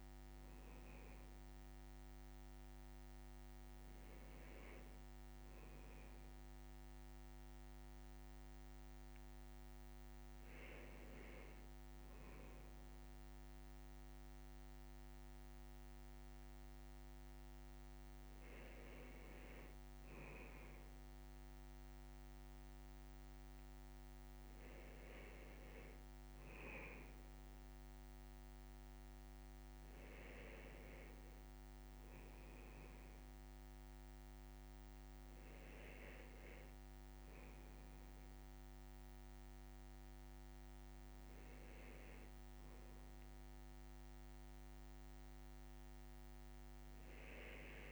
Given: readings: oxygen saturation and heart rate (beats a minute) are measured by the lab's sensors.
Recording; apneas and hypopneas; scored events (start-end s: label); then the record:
breathing in sleep, hard to hear, by a microphone on the trachea; none
none scored
From the record:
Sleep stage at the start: N1 (lightest sleep); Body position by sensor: on the left side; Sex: male